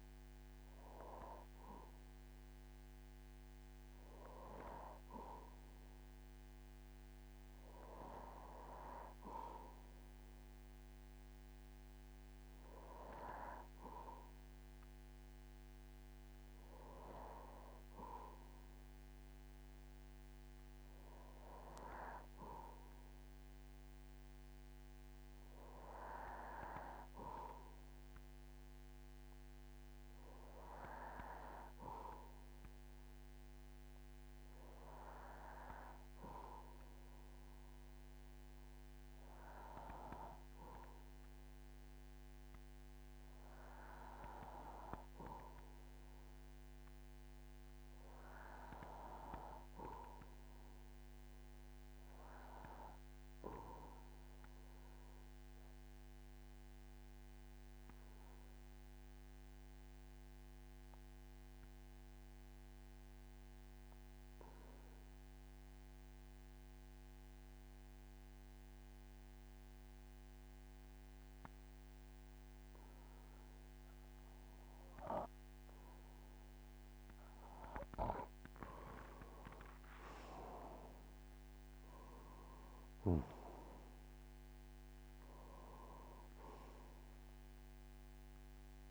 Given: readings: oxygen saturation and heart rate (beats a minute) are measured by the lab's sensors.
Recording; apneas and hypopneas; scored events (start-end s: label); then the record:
breathing in sleep by a microphone on the trachea; 1
57.50-74.00 s: obstructive apnea (oxygen 95% before, 83% lowest, heart rate 55 before, 53 extreme, up 14 after)
76.00-79.50 s: arousal
79.00-88.91 s: oxygen desaturation (device-marked, oxygen 94% before, 83% lowest, heart rate 56 before, 54 extreme)
From the record:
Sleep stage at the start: N2 (light sleep); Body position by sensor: on the back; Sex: male